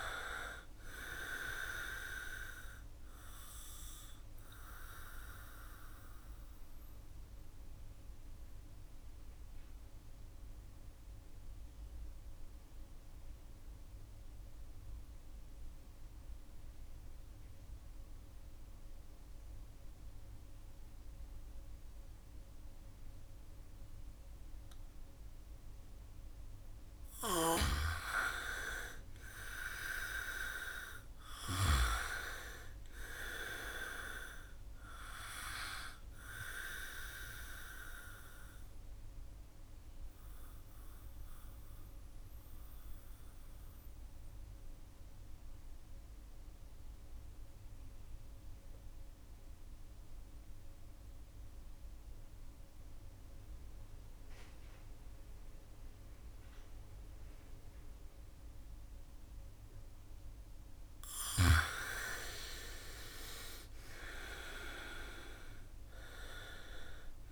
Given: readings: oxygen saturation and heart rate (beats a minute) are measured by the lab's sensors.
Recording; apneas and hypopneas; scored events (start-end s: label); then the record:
breathing in sleep by a room microphone; 2
0.00-24.00 s: oxygen desaturation (device-marked, oxygen 79% lowest, heart rate 62 extreme)
2.00-26.00 s: central apnea (oxygen 99% before, 79% lowest, heart rate 67 before, 62 extreme, up 1 after)
26.00-56.00 s: oxygen desaturation (device-marked, oxygen 98% before, 81% lowest, heart rate 69 before, 62 extreme)
28.00-32.50 s: arousal
37.00-59.50 s: mixed apnea (oxygen 98% before, 81% lowest, heart rate 70 before, 62 extreme, up 7 after)
61.00-64.50 s: arousal
From the record:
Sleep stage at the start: N2 (light sleep); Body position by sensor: on the back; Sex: male